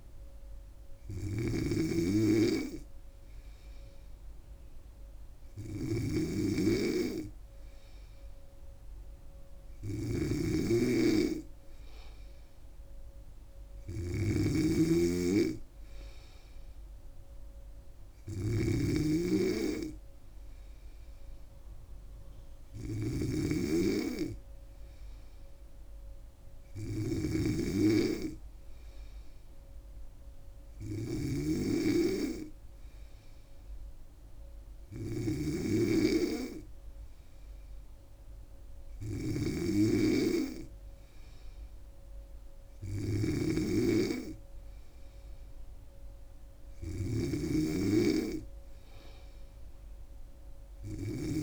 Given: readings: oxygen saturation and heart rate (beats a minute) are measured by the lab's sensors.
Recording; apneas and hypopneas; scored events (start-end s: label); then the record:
breathing in sleep by a room microphone; none
0.00-51.43 s: snoring (device-marked)
From the record:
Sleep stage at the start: N3 (deep sleep); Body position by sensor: on the back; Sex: female